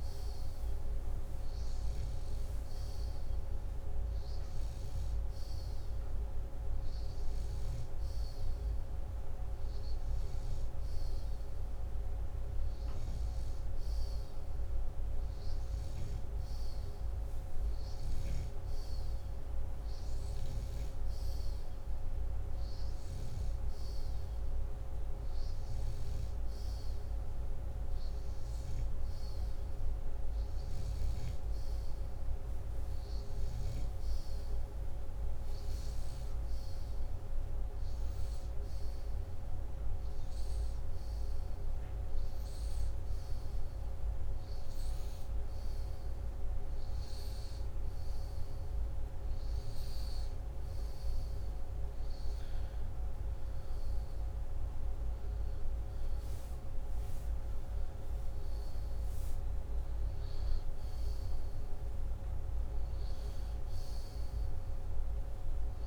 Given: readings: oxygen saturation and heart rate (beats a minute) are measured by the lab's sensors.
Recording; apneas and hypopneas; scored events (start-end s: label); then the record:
breathing in sleep, hard to hear, by a room microphone; none
13.50-19.00 s: snoring (device-marked)
23.50-34.50 s: snoring (device-marked)
From the record:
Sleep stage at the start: N2 (light sleep); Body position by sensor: upright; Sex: male